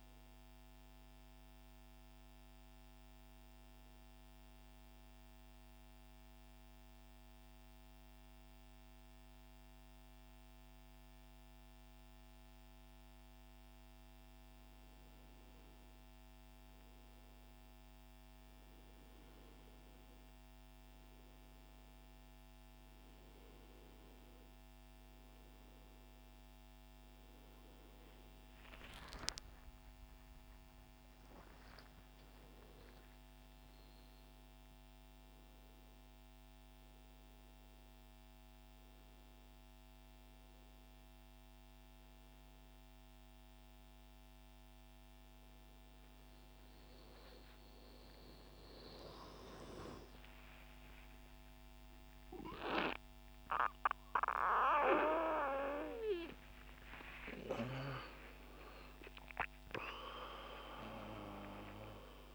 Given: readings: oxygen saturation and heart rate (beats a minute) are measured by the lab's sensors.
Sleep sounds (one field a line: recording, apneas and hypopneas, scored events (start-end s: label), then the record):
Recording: breathing in sleep by a microphone on the trachea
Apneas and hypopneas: 1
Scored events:
4.00-14.00 s: central apnea (oxygen 99% before, 95% lowest, heart rate 94 before, 64 extreme, up 59 after)
27.50-31.50 s: arousal
52.50-58.50 s: arousal
From the record:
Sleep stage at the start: N1 (lightest sleep)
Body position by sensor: on the right side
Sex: male